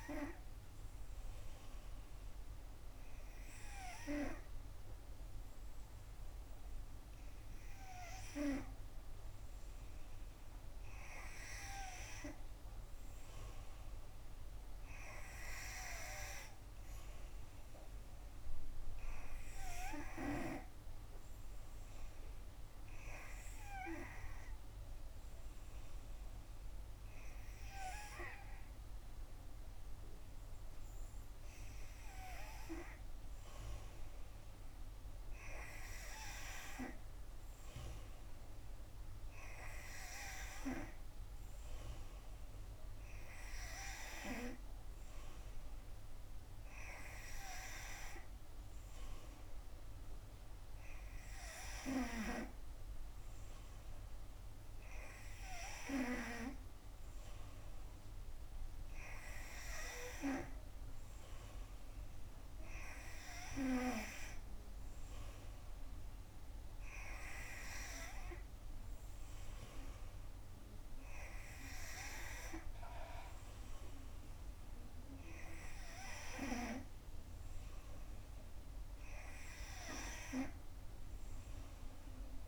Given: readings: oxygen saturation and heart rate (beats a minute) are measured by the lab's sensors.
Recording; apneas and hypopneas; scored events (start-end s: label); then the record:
breathing in sleep by a room microphone; 2
0.00-11.50 s: oxygen desaturation (device-marked, oxygen 88% lowest, heart rate 64 extreme)
1.00-11.00 s: obstructive apnea (oxygen 92% before, 88% lowest, heart rate 67 before, 64 extreme, up 2 after)
13.50-17.50 s: arousal
23.50-35.50 s: hypopnea (oxygen 92% before, 89% lowest, heart rate 66 before, 65 extreme, up 3 after)
From the record:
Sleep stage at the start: N3 (deep sleep); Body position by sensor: on the back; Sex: female